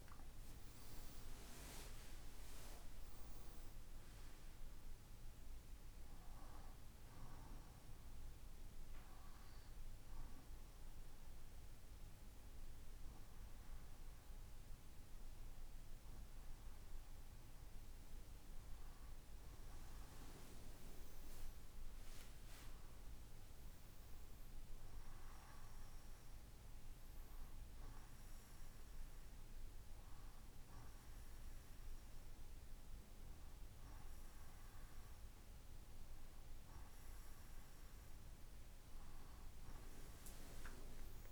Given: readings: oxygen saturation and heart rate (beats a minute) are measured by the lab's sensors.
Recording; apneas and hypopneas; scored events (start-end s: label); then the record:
breathing in sleep, hard to hear, by a room microphone; 1
0.00-2.50 s: arousal
6.50-18.00 s: hypopnea (oxygen 96% before, 95% lowest, heart rate 73 before, 60 extreme, up 16 after)
21.00-24.50 s: arousal
From the record:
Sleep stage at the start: N1 (lightest sleep); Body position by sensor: on the right side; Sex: male